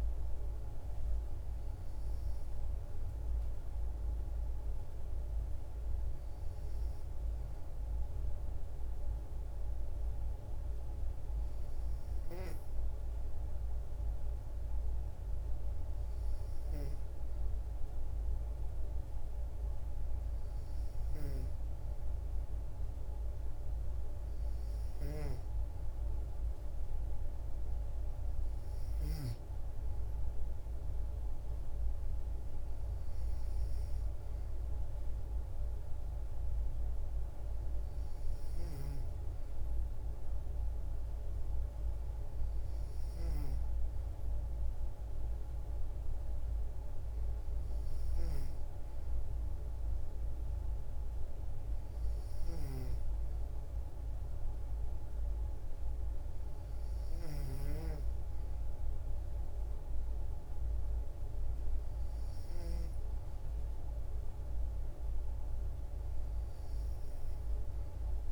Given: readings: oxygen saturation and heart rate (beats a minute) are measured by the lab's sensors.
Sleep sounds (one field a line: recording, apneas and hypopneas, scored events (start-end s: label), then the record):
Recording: breathing in sleep, hard to hear, by a room microphone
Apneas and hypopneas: none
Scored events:
none scored
From the record:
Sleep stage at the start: N2 (light sleep)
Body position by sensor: on the back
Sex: female